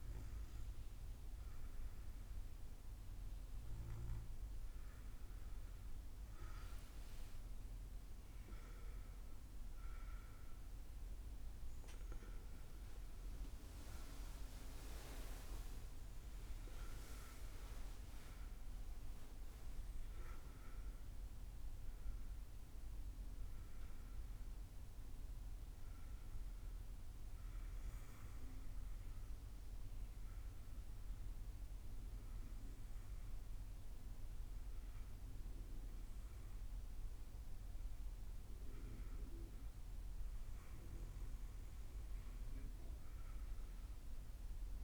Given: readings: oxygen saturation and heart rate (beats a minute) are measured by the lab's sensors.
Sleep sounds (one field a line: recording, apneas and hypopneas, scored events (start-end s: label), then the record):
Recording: breathing in sleep by a room microphone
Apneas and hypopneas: 1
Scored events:
6.00-11.50 s: arousal
30.50-40.50 s: hypopnea (oxygen 94% before, 94% lowest, heart rate 77 before, 57 extreme, up 2 after)
43.00-44.84 s: arousal
From the record:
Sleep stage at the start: N2 (light sleep)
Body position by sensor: on the back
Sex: female